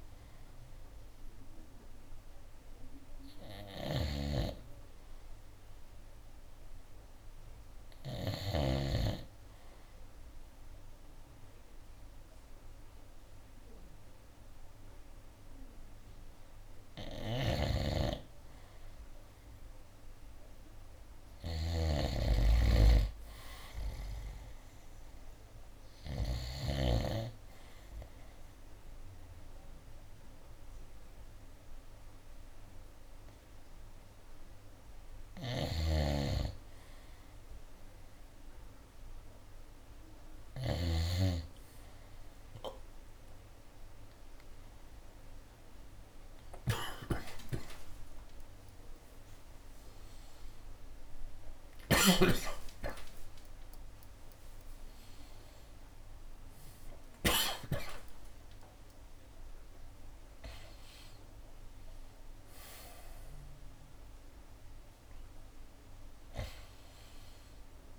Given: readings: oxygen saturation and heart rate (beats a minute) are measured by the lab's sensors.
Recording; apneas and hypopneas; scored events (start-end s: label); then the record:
a person partly awake in a sleep study, by a room microphone; none
0.00-8.50 s: snoring (device-marked)
17.50-26.50 s: snoring (device-marked)
29.00-47.00 s: oxygen desaturation (device-marked, oxygen 93% before, 90% lowest, heart rate 66 before, 60 extreme)
35.50-58.00 s: snoring (device-marked)
47.00-67.99 s: drop in pulse transit time (device-marked, heart rate 67 before, 79 extreme)
48.00-67.99 s: new sleep stage, awake
From the record:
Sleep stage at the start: N3 (deep sleep); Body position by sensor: on the right side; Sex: male